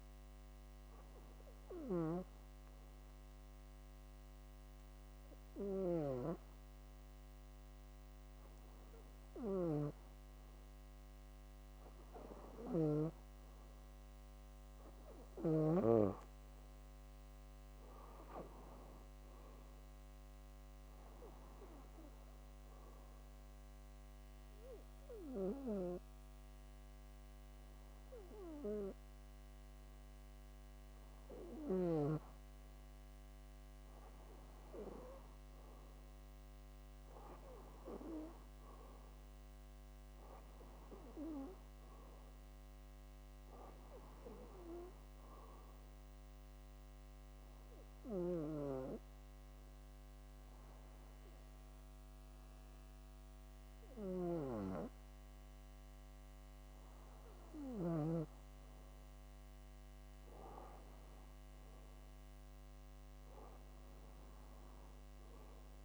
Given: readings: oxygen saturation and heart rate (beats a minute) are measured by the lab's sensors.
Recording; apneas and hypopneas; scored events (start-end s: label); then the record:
breathing in sleep by a microphone on the trachea; 3
0.50-12.00 s: hypopnea (oxygen 96% before, 93% lowest, heart rate 73 before, 63 extreme, up 4 after)
16.00-18.50 s: arousal
20.50-38.50 s: oxygen desaturation (device-marked, oxygen 97% before, 93% lowest, heart rate 71 before, 60 extreme)
23.00-33.50 s: obstructive apnea (oxygen 97% before, 93% lowest, heart rate 71 before, 60 extreme, up 8 after)
37.00-41.00 s: arousal
45.50-58.00 s: hypopnea (oxygen 96% before, 93% lowest, heart rate 68 before, 60 extreme, up 10 after)
64.50-65.85 s: arousal
From the record:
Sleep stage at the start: N2 (light sleep); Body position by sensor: on the back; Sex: female